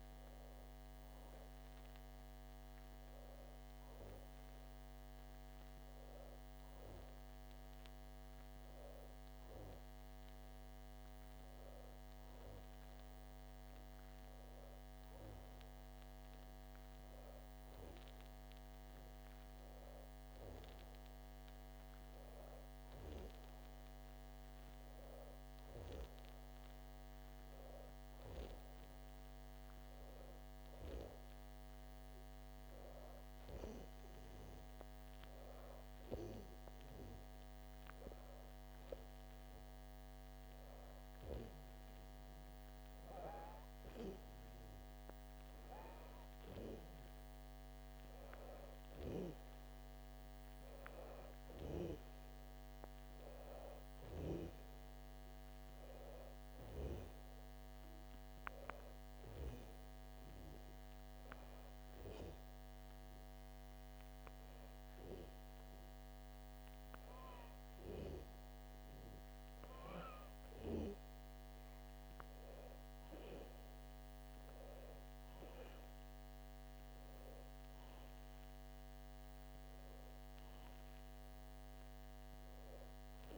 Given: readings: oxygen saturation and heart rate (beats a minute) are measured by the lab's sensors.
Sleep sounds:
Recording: a person partly awake in a sleep study, by a microphone on the trachea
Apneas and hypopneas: none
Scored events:
8.50-83.38 s: new sleep stage, N1 (lightest sleep)
From the record:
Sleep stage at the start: awake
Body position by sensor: on the back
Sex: female

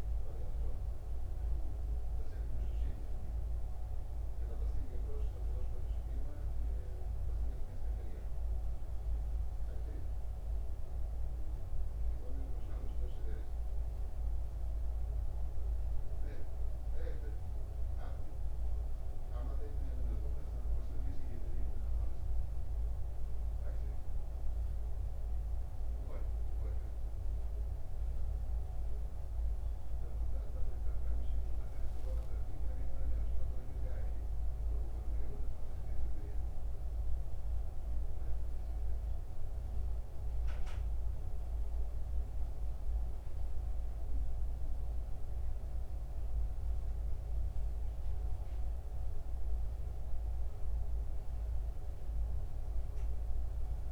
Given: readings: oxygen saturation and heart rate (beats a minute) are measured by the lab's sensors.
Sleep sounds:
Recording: breathing in sleep, hard to hear, by a room microphone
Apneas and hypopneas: none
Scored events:
0.00-18.50 s: oxygen desaturation (device-marked, oxygen 87% lowest, heart rate 68 extreme)
1.50-53.92 s: new sleep stage, REM sleep
From the record:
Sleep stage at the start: N2 (light sleep)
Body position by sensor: on the back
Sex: male

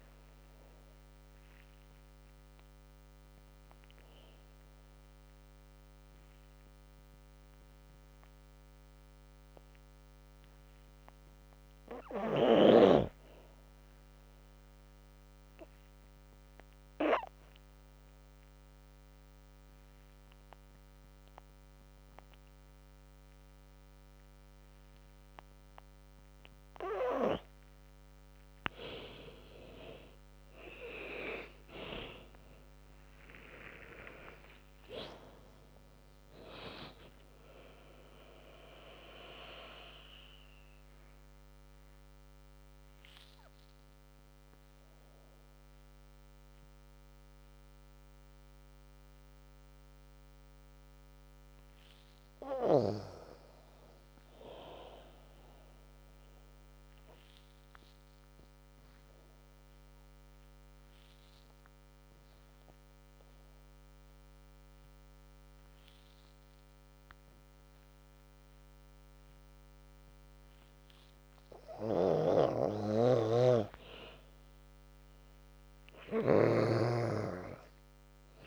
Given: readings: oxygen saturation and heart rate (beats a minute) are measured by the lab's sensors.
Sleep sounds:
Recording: breathing in sleep by a microphone on the trachea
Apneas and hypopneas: 3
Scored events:
0.00-6.00 s: drop in pulse transit time (device-marked, heart rate 79 extreme)
0.00-9.00 s: oxygen desaturation (device-marked, oxygen 94% lowest, heart rate 80 extreme)
2.50-26.50 s: obstructive apnea (oxygen 100% before, 91% lowest, heart rate 78 before, 73 extreme, up 10 after)
28.50-33.00 s: arousal
29.00-45.00 s: drop in pulse transit time (device-marked, heart rate 83 before, 76 extreme)
30.00-50.00 s: oxygen desaturation (device-marked, oxygen 97% before, 93% lowest, heart rate 84 before, 72 extreme)
39.50-50.50 s: central apnea (oxygen 97% before, 91% lowest, heart rate 88 before, 72 extreme, up 10 after)
52.50-55.50 s: arousal
58.00-70.50 s: obstructive apnea (oxygen 96% before, 91% lowest, heart rate 78 before, 74 extreme, up 8 after)
71.50-76.00 s: snoring (device-marked)
73.00-76.50 s: arousal
73.00-78.47 s: oxygen desaturation (device-marked, oxygen 98% before, 91% lowest, heart rate 81 before, 74 extreme)
74.00-78.47 s: drop in pulse transit time (device-marked, heart rate 81 before, 82 extreme)
From the record:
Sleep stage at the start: N2 (light sleep)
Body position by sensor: on the back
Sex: female

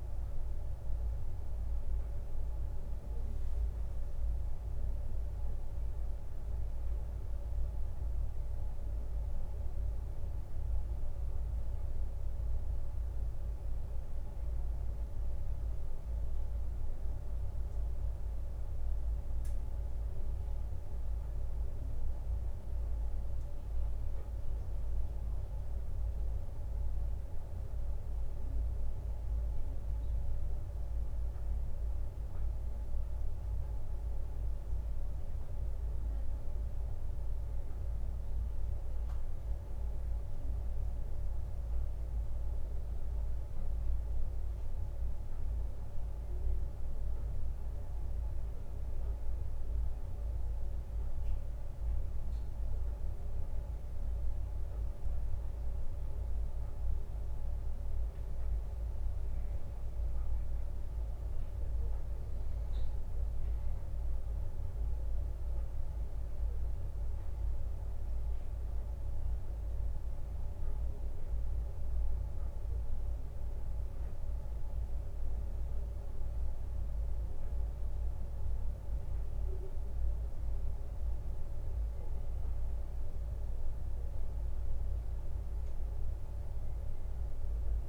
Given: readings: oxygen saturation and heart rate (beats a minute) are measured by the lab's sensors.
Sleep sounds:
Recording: breathing in sleep, hard to hear, by a room microphone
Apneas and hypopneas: none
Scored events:
23.00-27.50 s: leg movement (device-marked)
From the record:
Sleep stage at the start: N1 (lightest sleep)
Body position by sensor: on the right side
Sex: male

